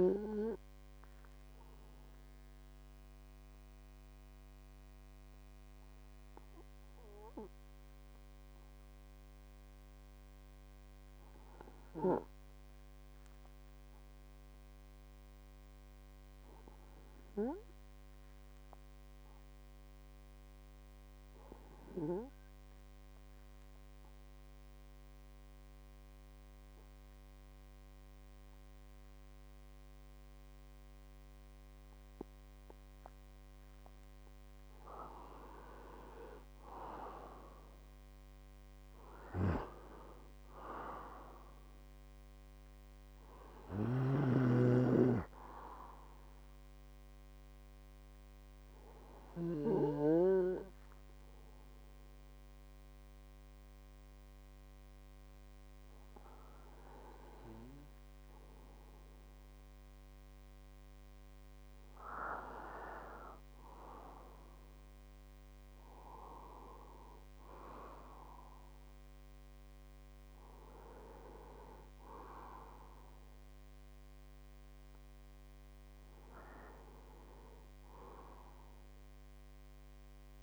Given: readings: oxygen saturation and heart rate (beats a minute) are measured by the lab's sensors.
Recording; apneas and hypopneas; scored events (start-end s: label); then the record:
breathing in sleep by a microphone on the trachea; 2
0.00-17.00 s: oxygen desaturation (device-marked, oxygen 93% lowest, heart rate 50 extreme)
1.00-32.50 s: hypopnea (oxygen 98% before, 93% lowest, heart rate 69 before, 50 extreme, up 34 after)
35.00-38.50 s: arousal
50.50-62.50 s: hypopnea (oxygen 99% before, 93% lowest, heart rate 71 before, 49 extreme, up 19 after)
64.00-67.50 s: arousal
From the record:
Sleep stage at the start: N2 (light sleep); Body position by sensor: on the right side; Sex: male